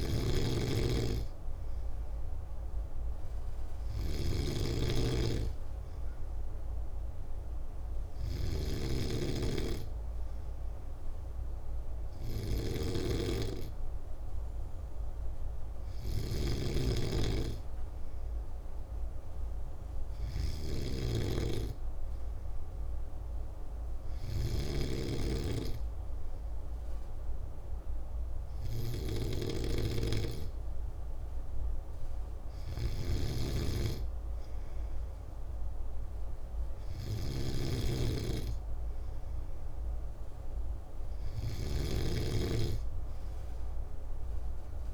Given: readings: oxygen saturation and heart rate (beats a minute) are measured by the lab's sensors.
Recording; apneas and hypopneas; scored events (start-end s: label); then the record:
breathing in sleep by a room microphone; none
0.00-44.94 s: snoring (device-marked)
From the record:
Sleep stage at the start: N2 (light sleep); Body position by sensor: on the back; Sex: male